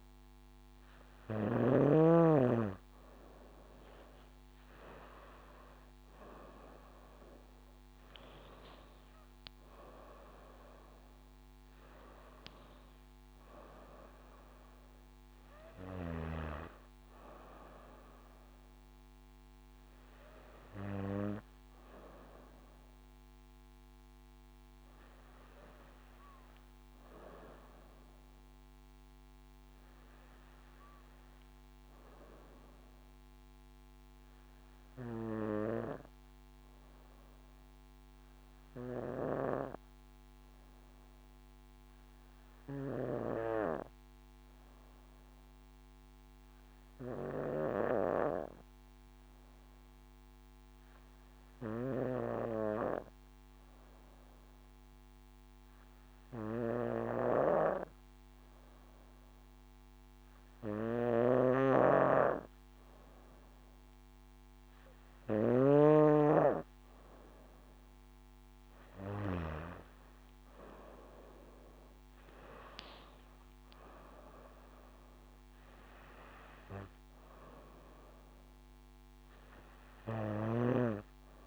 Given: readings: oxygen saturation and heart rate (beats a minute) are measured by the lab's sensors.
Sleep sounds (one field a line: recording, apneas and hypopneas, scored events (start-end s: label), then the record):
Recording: breathing in sleep by a microphone on the trachea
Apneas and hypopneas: 1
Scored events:
0.00-2.00 s: snoring (device-marked)
37.00-65.00 s: obstructive apnea (oxygen 98% before, 94% lowest, heart rate 59 before, 56 extreme, up 6 after)
53.50-81.47 s: oxygen desaturation (device-marked, oxygen 99% before, 94% lowest, heart rate 58 before, 53 extreme)
61.00-69.50 s: snoring (device-marked)
66.00-69.50 s: arousal
From the record:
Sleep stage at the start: N2 (light sleep)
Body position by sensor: on the back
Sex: female